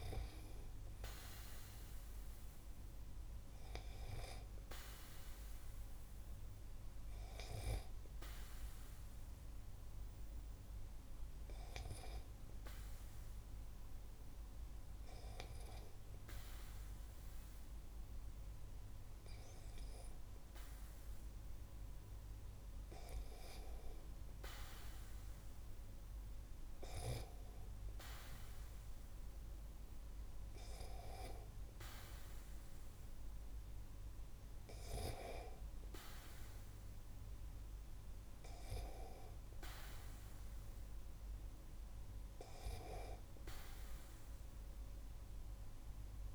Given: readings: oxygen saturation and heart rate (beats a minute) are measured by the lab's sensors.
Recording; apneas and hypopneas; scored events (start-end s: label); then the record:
breathing in sleep by a room microphone; none
none scored
From the record:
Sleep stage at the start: N2 (light sleep); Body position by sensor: on the back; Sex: male